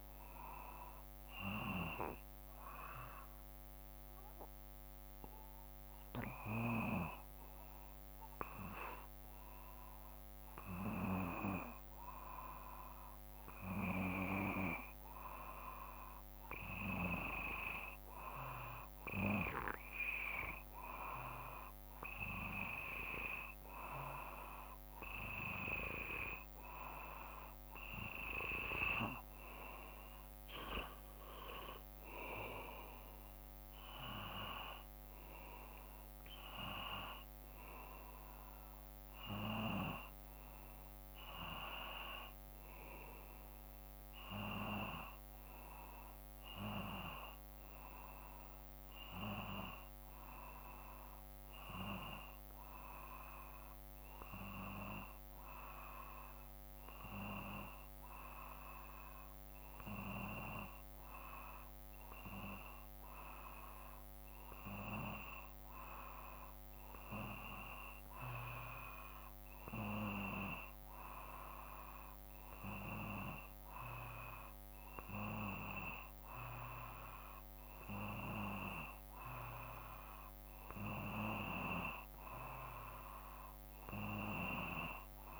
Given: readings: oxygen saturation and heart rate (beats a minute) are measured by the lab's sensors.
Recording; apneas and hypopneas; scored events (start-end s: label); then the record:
breathing in sleep by a microphone on the trachea; 1
3.50-19.50 s: hypopnea (oxygen 94% before, 92% lowest, heart rate 55 before, 54 extreme, up 2 after)
22.00-25.50 s: arousal
From the record:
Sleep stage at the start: N2 (light sleep); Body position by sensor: on the back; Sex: male